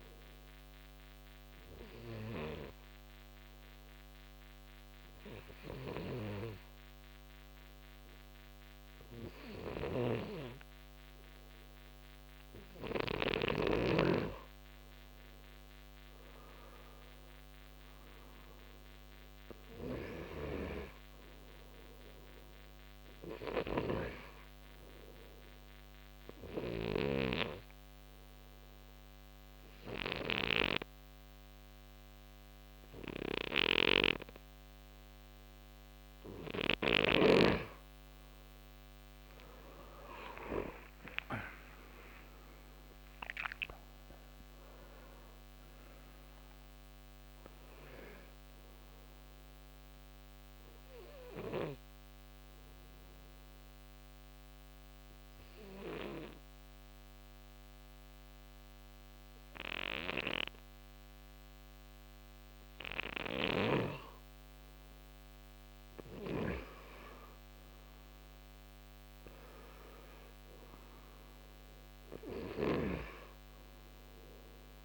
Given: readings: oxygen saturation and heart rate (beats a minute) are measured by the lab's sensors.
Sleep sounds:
breathing in sleep by a microphone on the trachea; 3
1.00-15.50 s: obstructive apnea (oxygen 95% before, 87% lowest, heart rate 76 before, 68 extreme, up 8 after)
10.00-14.00 s: snoring (device-marked)
16.50-20.50 s: arousal
17.00-34.00 s: oxygen desaturation (device-marked, oxygen 95% before, 89% lowest, heart rate 72 before, 60 extreme)
26.00-38.00 s: obstructive apnea (oxygen 95% before, 87% lowest, heart rate 73 before, 60 extreme, up 15 after)
41.50-45.50 s: arousal
47.00-67.00 s: oxygen desaturation (device-marked, oxygen 94% before, 87% lowest, heart rate 74 before, 60 extreme)
51.50-65.00 s: obstructive apnea (oxygen 94% before, 86% lowest, heart rate 76 before, 61 extreme, up 12 after)
66.50-72.00 s: arousal
From the record:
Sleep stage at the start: N2 (light sleep); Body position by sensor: on the right side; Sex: male

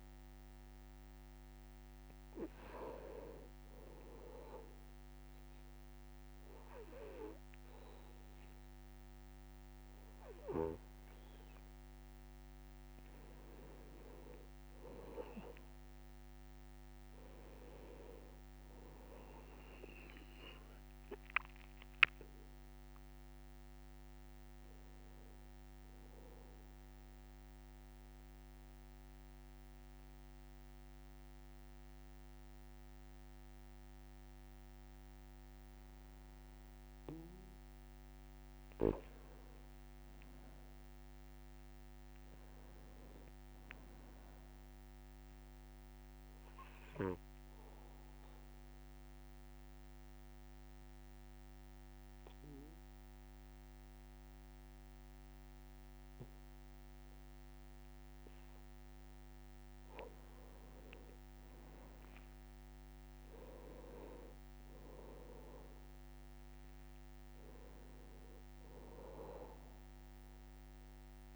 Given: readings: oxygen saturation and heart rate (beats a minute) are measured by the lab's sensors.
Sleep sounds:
breathing in sleep by a microphone on the trachea; 3
0.00-5.50 s: oxygen desaturation (device-marked, oxygen 93% lowest, heart rate 62 extreme)
4.00-14.50 s: obstructive apnea (oxygen 97% before, 91% lowest, heart rate 63 before, 61 extreme, up 3 after)
19.00-24.50 s: arousal
27.50-38.50 s: obstructive apnea (oxygen 95% before, 91% lowest, heart rate 64 before, 61 extreme, up 2 after)
40.50-43.00 s: arousal
47.00-59.50 s: obstructive apnea (oxygen 97% before, 91% lowest, heart rate 62 before, 62 extreme, up 2 after)
48.50-57.50 s: oxygen desaturation (device-marked, oxygen 97% before, 92% lowest, heart rate 62 before, 62 extreme)
63.00-66.50 s: arousal
66.50-71.36 s: oxygen desaturation (device-marked, oxygen 96% before, 91% lowest, heart rate 63 before, 62 extreme)
From the record:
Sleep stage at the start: N2 (light sleep); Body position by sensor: on the back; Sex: male

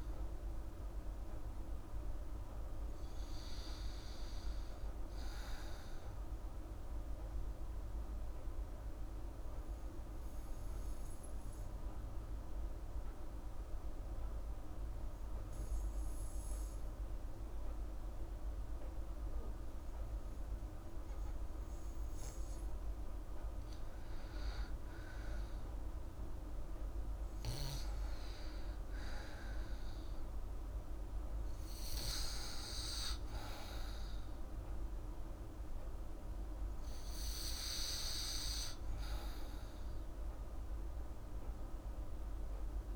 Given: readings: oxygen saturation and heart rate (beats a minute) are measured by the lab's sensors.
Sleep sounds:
breathing in sleep, hard to hear, by a room microphone; 1
0.00-3.00 s: arousal
0.00-9.50 s: oxygen desaturation (device-marked, oxygen 93% lowest, heart rate 35 extreme)
6.00-21.00 s: obstructive apnea (oxygen 98% before, 90% lowest, heart rate 65 before, 26 extreme, up 22 after)
25.00-28.00 s: arousal
37.50-42.96 s: oxygen desaturation (device-marked, oxygen 98% before, 90% lowest, heart rate 44 before, 30 extreme)
From the record:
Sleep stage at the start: N2 (light sleep); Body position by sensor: on the back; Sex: female

